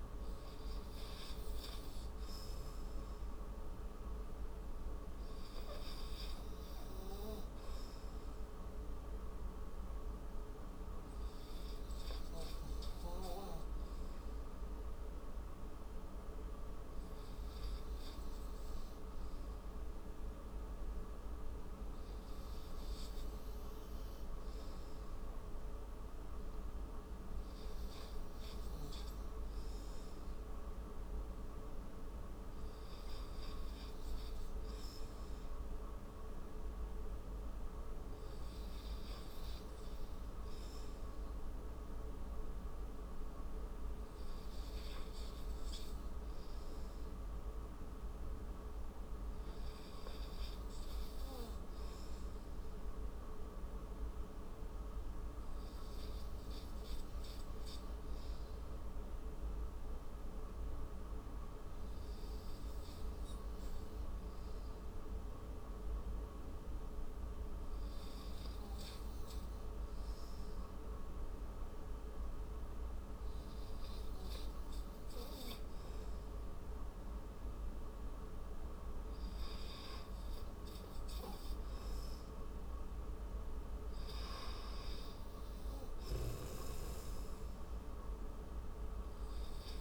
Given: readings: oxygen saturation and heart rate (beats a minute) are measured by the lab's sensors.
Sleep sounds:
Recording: breathing in sleep, hard to hear, by a room microphone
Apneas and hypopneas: 1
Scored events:
8.50-20.50 s: oxygen desaturation (device-marked, oxygen 96% before, 89% lowest, heart rate 71 before, 46 extreme)
46.50-49.50 s: arousal
58.00-75.00 s: hypopnea (oxygen 92% before, 88% lowest, heart rate 65 before, 44 extreme, up 37 after)
77.00-80.50 s: arousal
81.50-89.81 s: oxygen desaturation (device-marked, oxygen 92% before, 88% lowest, heart rate 62 before, 39 extreme)
From the record:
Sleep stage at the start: N2 (light sleep)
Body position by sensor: on the right side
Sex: male

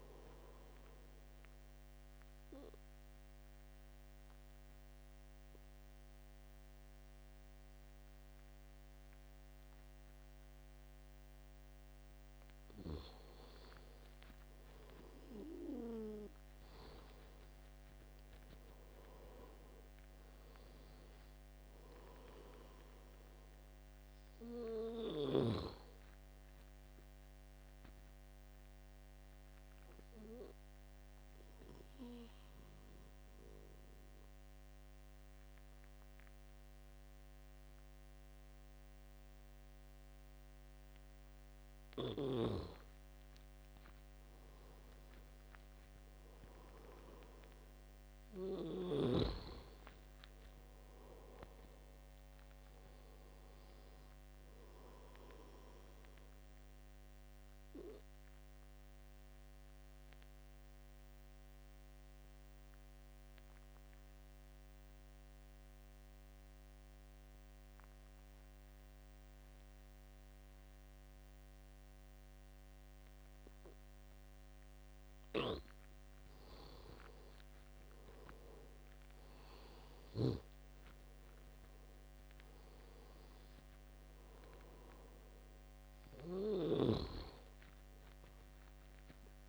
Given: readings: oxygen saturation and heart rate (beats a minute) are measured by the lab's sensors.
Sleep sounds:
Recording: breathing in sleep by a microphone on the trachea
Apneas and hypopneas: 3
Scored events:
2.00-12.00 s: obstructive apnea (oxygen 98% before, 90% lowest, heart rate 74 before, 69 extreme, up 15 after)
7.50-17.50 s: oxygen desaturation (device-marked, oxygen 97% before, 92% lowest, heart rate 75 before, 70 extreme)
18.00-21.00 s: arousal
28.00-42.50 s: obstructive apnea (oxygen 97% before, 85% lowest, heart rate 80 before, 69 extreme, up 10 after)
31.50-41.50 s: oxygen desaturation (device-marked, oxygen 95% before, 90% lowest, heart rate 82 before, 69 extreme)
45.00-48.50 s: arousal
53.50-71.50 s: oxygen desaturation (device-marked, oxygen 97% before, 92% lowest, heart rate 73 before, 75 extreme)
56.50-75.00 s: obstructive apnea (oxygen 97% before, 85% lowest, heart rate 73 before, 75 extreme, up 7 after)
76.50-80.00 s: arousal
83.50-89.49 s: oxygen desaturation (device-marked, oxygen 97% before, 85% lowest, heart rate 78 before, 69 extreme)
From the record:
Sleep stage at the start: N2 (light sleep)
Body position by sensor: on the back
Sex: male

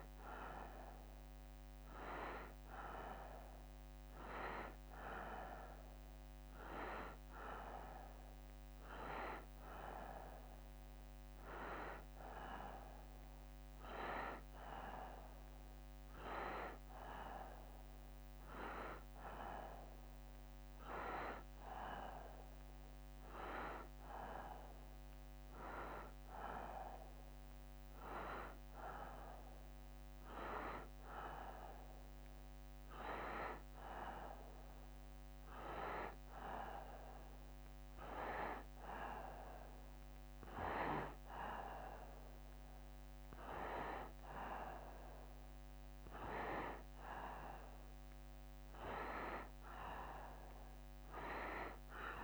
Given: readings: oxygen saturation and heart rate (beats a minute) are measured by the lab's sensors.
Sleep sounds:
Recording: breathing in sleep by a microphone on the trachea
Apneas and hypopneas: none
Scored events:
none scored
From the record:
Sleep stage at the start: N2 (light sleep)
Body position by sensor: on the right side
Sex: male

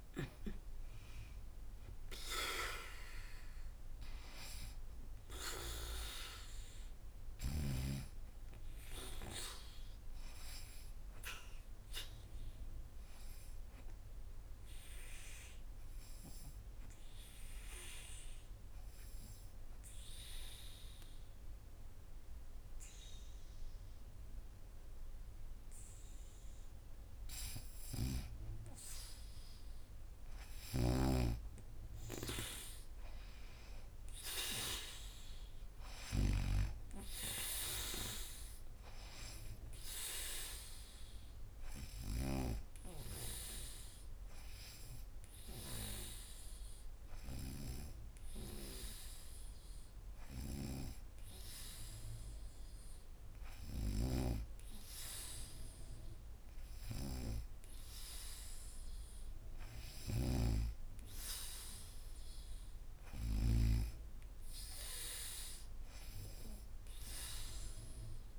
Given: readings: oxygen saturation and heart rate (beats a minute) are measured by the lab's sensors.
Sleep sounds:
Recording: breathing in sleep by a room microphone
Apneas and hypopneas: 2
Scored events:
0.00-18.00 s: oxygen desaturation (device-marked, oxygen 81% lowest, heart rate 76 extreme)
14.50-27.50 s: obstructive apnea (oxygen 99% before, 84% lowest, heart rate 85 before, 76 extreme, up 1 after)
29.00-32.50 s: arousal
31.00-56.00 s: oxygen desaturation (device-marked, oxygen 99% before, 86% lowest, heart rate 79 before, 76 extreme)
43.00-62.50 s: obstructive apnea (oxygen 99% before, 86% lowest, heart rate 78 before, 76 extreme, up 1 after)
53.50-63.50 s: snoring (device-marked)
63.00-66.50 s: arousal
From the record:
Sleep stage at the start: N2 (light sleep)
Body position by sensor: on the back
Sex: female

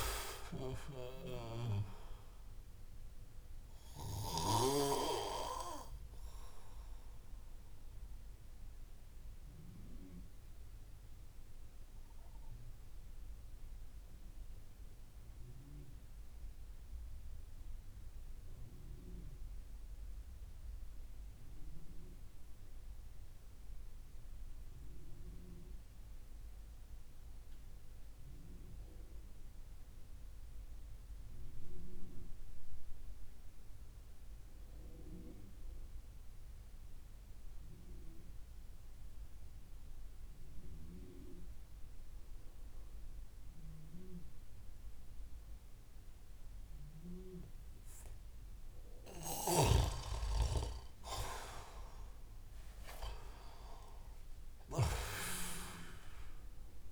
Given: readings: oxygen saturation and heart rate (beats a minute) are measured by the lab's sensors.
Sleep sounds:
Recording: breathing in sleep by a room microphone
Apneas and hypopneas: 1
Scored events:
0.00-4.00 s: snoring (device-marked)
0.00-10.00 s: oxygen desaturation (device-marked, oxygen 92% lowest)
4.00-48.00 s: obstructive apnea (oxygen 98% before, 88% lowest)
43.00-56.92 s: oxygen desaturation (device-marked, oxygen 98% before, 88% lowest)
49.00-56.92 s: snoring (device-marked)
50.00-54.00 s: arousal
From the record:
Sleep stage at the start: N2 (light sleep)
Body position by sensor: on the back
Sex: male

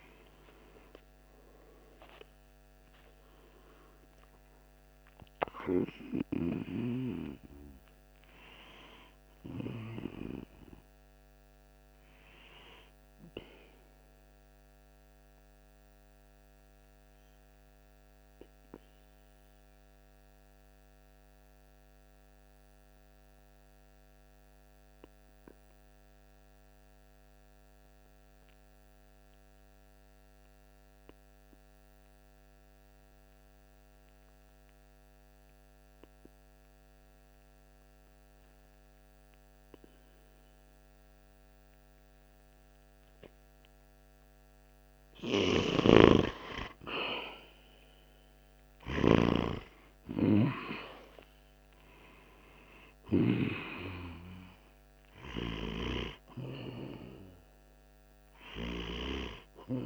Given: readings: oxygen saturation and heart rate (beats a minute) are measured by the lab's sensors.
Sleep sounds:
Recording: breathing in sleep by a microphone on the trachea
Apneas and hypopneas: 1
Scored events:
0.00-9.50 s: oxygen desaturation (device-marked, oxygen 93% lowest, heart rate 45 extreme)
2.50-7.00 s: arousal
14.50-43.00 s: obstructive apnea (oxygen 97% before, 90% lowest, heart rate 53 before, 45 extreme, up 14 after)
45.50-50.00 s: arousal
47.50-59.86 s: oxygen desaturation (device-marked, oxygen 97% before, 90% lowest, heart rate 48 before, 45 extreme)
From the record:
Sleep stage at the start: N2 (light sleep)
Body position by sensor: on the right side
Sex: male

